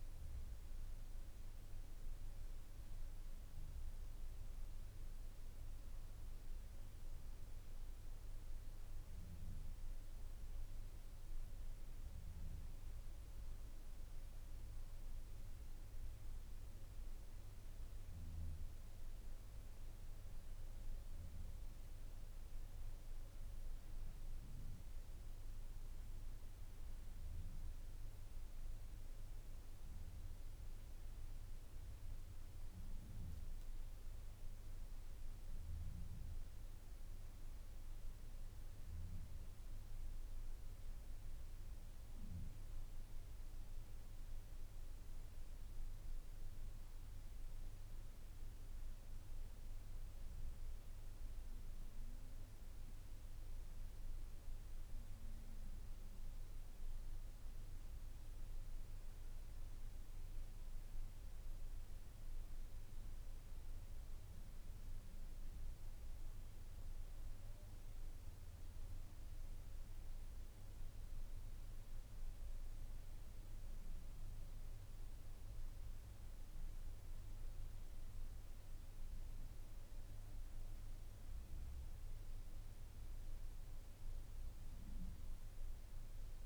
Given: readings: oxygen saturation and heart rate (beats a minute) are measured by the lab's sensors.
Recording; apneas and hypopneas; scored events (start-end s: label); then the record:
breathing in sleep, hard to hear, by a room microphone; none
none scored
From the record:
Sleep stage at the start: N2 (light sleep); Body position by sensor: on the back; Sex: male